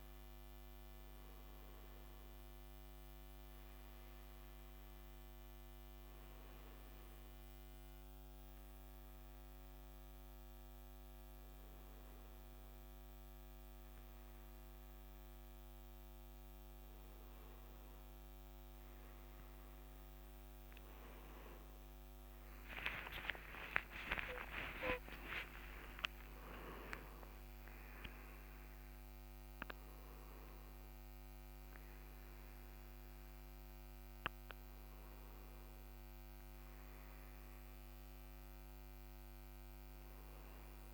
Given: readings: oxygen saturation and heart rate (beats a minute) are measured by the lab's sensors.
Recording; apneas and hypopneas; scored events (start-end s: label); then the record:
breathing in sleep by a microphone on the trachea; none
23.00-27.50 s: arousal
From the record:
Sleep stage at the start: N2 (light sleep); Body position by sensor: on the right side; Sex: male